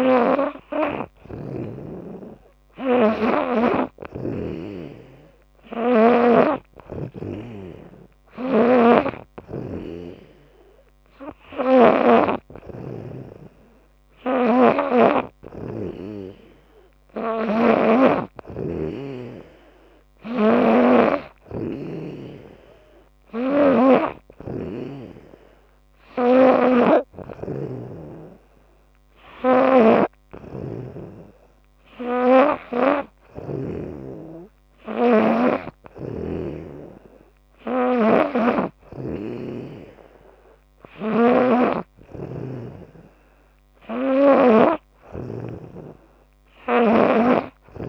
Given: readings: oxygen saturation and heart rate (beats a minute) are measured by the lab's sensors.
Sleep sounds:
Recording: breathing in sleep by a microphone on the trachea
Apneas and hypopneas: none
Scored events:
0.00-6.00 s: snoring (device-marked)
8.00-33.50 s: snoring (device-marked)
40.50-44.50 s: snoring (device-marked)
46.50-47.88 s: snoring (device-marked)
From the record:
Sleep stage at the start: N3 (deep sleep)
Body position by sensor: on the back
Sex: female

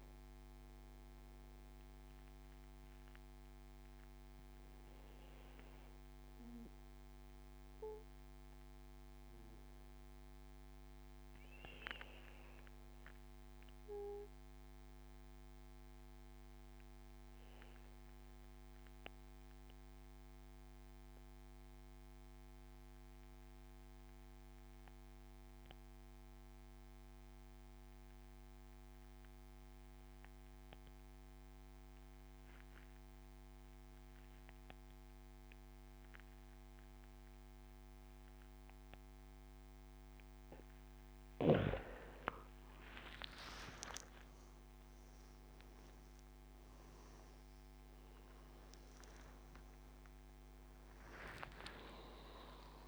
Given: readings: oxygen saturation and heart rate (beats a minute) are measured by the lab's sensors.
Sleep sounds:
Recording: breathing in sleep by a microphone on the trachea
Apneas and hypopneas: 1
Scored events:
0.00-7.50 s: oxygen desaturation (device-marked, oxygen 90% lowest, heart rate 66 extreme)
6.50-39.00 s: obstructive apnea (oxygen 97% before, 90% lowest, heart rate 74 before, 69 extreme, up 14 after)
31.50-52.88 s: oxygen desaturation (device-marked, oxygen 98% before, 90% lowest, heart rate 73 before, 69 extreme)
43.00-47.00 s: arousal
From the record:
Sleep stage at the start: N2 (light sleep)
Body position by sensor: on the back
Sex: male

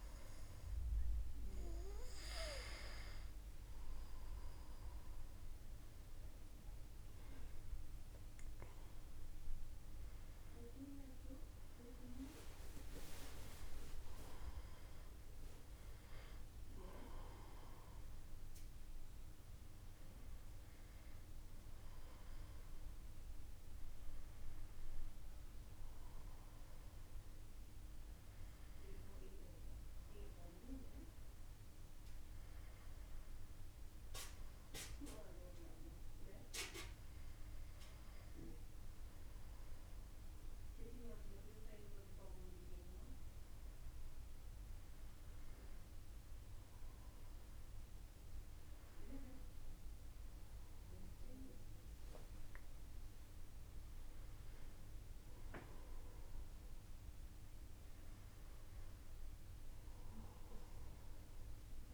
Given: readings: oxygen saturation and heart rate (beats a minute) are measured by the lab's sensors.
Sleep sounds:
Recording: breathing in sleep by a room microphone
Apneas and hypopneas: none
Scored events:
4.50-8.00 s: arousal
11.00-61.94 s: new sleep stage, N1 (lightest sleep)
From the record:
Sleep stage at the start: N2 (light sleep)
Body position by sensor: on the back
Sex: male

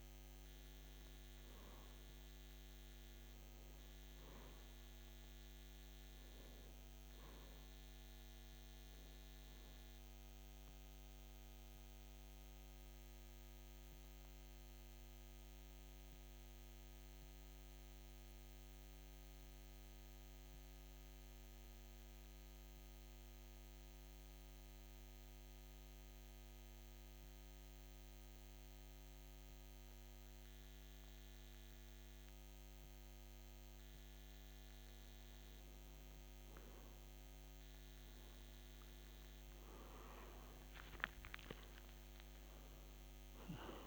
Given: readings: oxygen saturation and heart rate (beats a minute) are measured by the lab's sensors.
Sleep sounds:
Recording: breathing in sleep, hard to hear, by a microphone on the trachea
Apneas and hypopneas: 1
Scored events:
0.50-26.50 s: oxygen desaturation (device-marked, oxygen 92% before, 88% lowest, heart rate 56 before, 53 extreme)
12.50-33.00 s: central apnea (oxygen 92% before, 87% lowest, heart rate 56 before, 53 extreme, up 11 after)
35.50-39.00 s: arousal
From the record:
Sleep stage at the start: REM sleep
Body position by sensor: on the back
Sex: male

